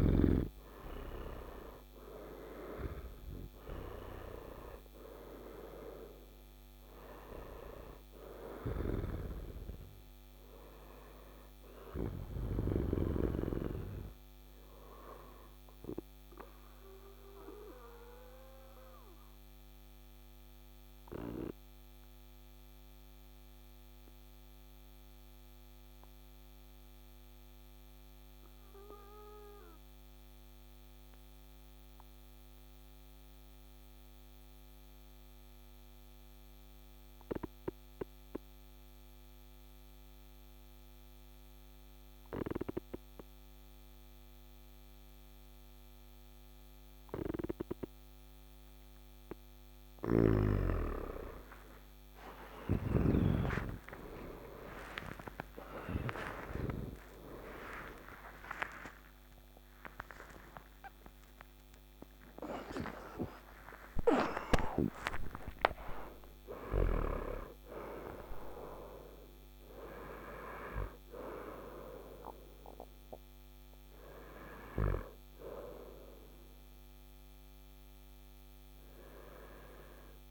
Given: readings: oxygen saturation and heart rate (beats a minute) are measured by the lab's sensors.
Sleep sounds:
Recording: breathing in sleep by a microphone on the trachea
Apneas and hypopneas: 1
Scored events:
0.00-2.50 s: arousal
0.00-27.50 s: oxygen desaturation (device-marked, oxygen 89% lowest, heart rate 55 extreme)
15.50-49.00 s: obstructive apnea (oxygen 98% before, 89% lowest, heart rate 66 before, 55 extreme, up 32 after)
46.50-75.50 s: oxygen desaturation (device-marked, oxygen 99% before, 91% lowest, heart rate 56 before, 54 extreme)
51.50-56.00 s: snoring (device-marked)
51.50-60.00 s: arousal
64.50-80.31 s: new sleep stage, N1 (lightest sleep)
From the record:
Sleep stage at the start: N2 (light sleep)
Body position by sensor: on the back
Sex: male

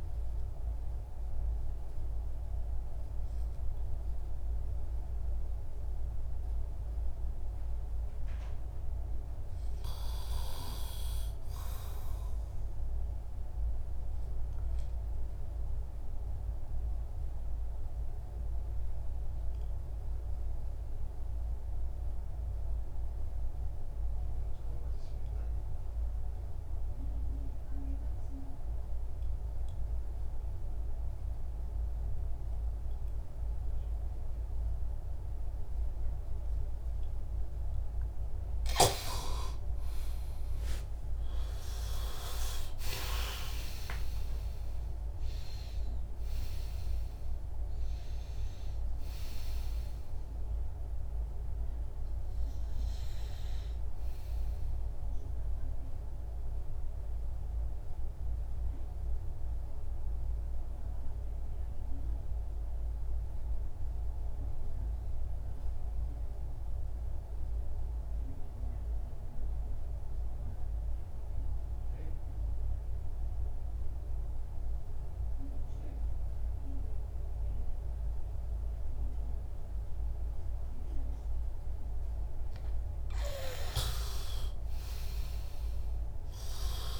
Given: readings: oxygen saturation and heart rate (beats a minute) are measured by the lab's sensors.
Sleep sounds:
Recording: breathing in sleep by a room microphone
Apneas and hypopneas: 2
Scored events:
0.00-20.00 s: oxygen desaturation (device-marked, oxygen 89% lowest, heart rate 60 extreme)
16.00-38.00 s: obstructive apnea (oxygen 96% before, 90% lowest, heart rate 67 before, 60 extreme, up 16 after)
39.00-69.00 s: oxygen desaturation (device-marked, oxygen 98% before, 90% lowest, heart rate 63 before, 53 extreme)
40.00-45.00 s: arousal
56.00-82.00 s: obstructive apnea (oxygen 98% before, 90% lowest, heart rate 77 before, 53 extreme, up 22 after)
83.00-87.00 s: oxygen desaturation (device-marked, oxygen 100% before, 90% lowest, heart rate 59 before, 62 extreme)
84.00-87.00 s: arousal
From the record:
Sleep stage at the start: N2 (light sleep)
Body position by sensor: on the back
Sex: male

